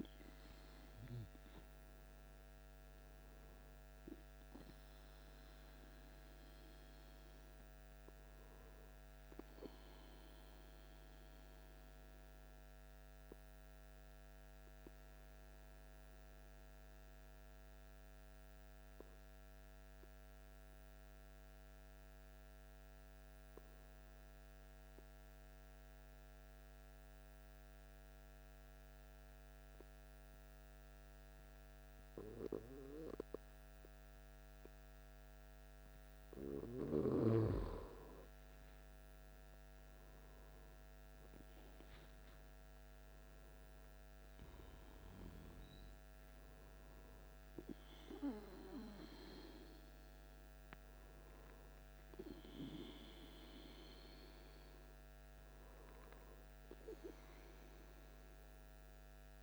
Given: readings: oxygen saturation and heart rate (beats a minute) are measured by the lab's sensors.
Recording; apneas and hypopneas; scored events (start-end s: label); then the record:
breathing in sleep by a microphone on the trachea; 1
11.50-36.50 s: obstructive apnea (oxygen 99% before, 95% lowest, heart rate 58 before, 54 extreme, up 6 after)
39.00-43.50 s: arousal
42.50-52.50 s: oxygen desaturation (device-marked, oxygen 99% before, 95% lowest, heart rate 57 before, 55 extreme)
From the record:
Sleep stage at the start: N2 (light sleep); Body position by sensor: on the back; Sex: male